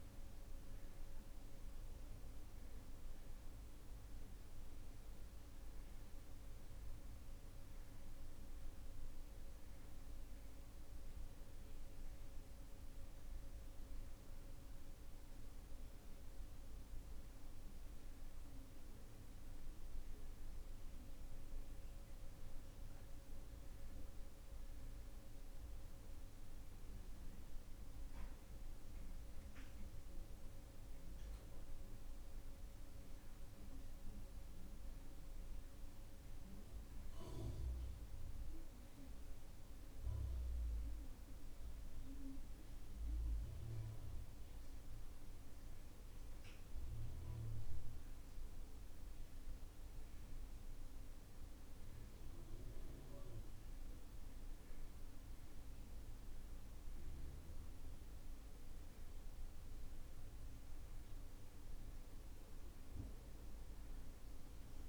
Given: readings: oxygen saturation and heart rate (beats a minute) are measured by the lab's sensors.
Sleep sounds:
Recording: breathing in sleep, hard to hear, by a room microphone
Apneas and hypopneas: none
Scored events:
none scored
From the record:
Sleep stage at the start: N2 (light sleep)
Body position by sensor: on the right side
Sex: male

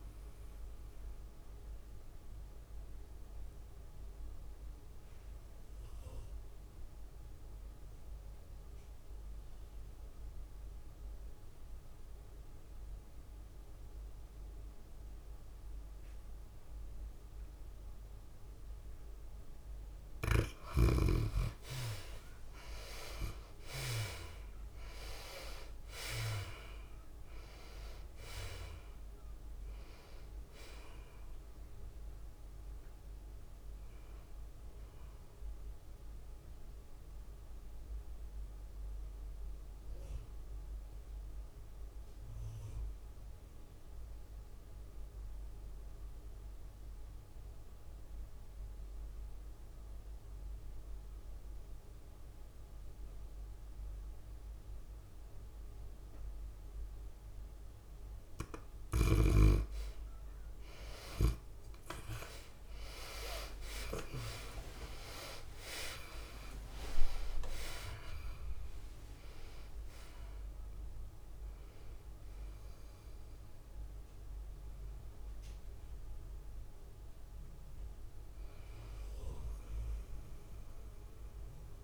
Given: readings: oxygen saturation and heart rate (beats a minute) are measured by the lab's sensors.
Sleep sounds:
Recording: breathing in sleep by a room microphone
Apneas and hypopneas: 2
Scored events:
0.00-1.50 s: long interval between heartbeats (device-marked, heart rate 118 extreme)
0.00-1.50 s: oxygen desaturation (device-marked, oxygen 78% lowest, heart rate 96 extreme)
0.00-6.50 s: tachycardia (device-marked, heart rate 130 extreme)
2.50-20.00 s: mixed apnea (oxygen 95% before, 72% lowest, heart rate 106 before, 96 extreme)
8.50-17.50 s: tachycardia (device-marked, heart rate 106 before, 114 extreme)
12.50-14.50 s: long interval between heartbeats (device-marked, heart rate 110 before, 107 extreme)
14.50-16.50 s: long interval between heartbeats (device-marked, heart rate 110 before, 114 extreme)
18.50-20.50 s: long interval between heartbeats (device-marked, heart rate 113 before, 109 extreme)
19.50-45.50 s: oxygen desaturation (device-marked, oxygen 92% before, 75% lowest, heart rate 113 before, 97 extreme)
22.00-26.50 s: arousal
24.50-81.84 s: tachycardia (device-marked, heart rate 106 before, 143 extreme)
27.50-41.50 s: drop in pulse transit time (device-marked, heart rate 105 before, 101 extreme)
37.50-59.00 s: mixed apnea (oxygen 93% before, 72% lowest, heart rate 104 before, 102 extreme, up 26 after)
45.00-47.00 s: long interval between heartbeats (device-marked, heart rate 103 before, 117 extreme)
47.00-49.00 s: long interval between heartbeats (device-marked, heart rate 105 before, 126 extreme)
50.00-52.00 s: long interval between heartbeats (device-marked, heart rate 110 before, 133 extreme)
54.00-56.00 s: long interval between heartbeats (device-marked, heart rate 115 before, 113 extreme)
54.50-81.84 s: oxygen desaturation (device-marked, oxygen 97% before, 72% lowest, heart rate 115 before, 97 extreme)
60.00-62.00 s: long interval between heartbeats (device-marked, heart rate 116 before, 104 extreme)
63.00-65.00 s: long interval between heartbeats (device-marked, heart rate 117 before, 126 extreme)
64.00-67.50 s: arousal
65.50-80.50 s: drop in pulse transit time (device-marked, heart rate 120 before, 104 extreme)
68.00-70.00 s: long interval between heartbeats (device-marked, heart rate 120 before, 124 extreme)
From the record:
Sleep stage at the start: N2 (light sleep)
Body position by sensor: on the back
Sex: female

